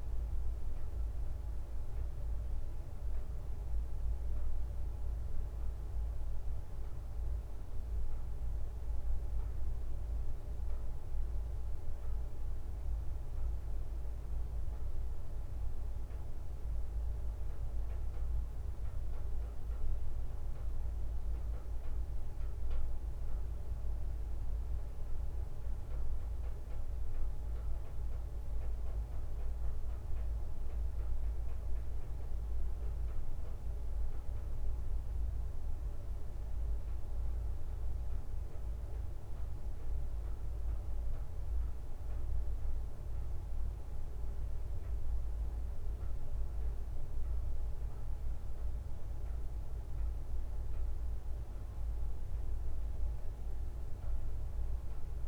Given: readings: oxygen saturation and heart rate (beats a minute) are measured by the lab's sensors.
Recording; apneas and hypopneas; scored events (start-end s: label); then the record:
a person awake in a sleep study, hard to hear, by a room microphone; none
none scored
From the record:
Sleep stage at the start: awake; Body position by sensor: on the right side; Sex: male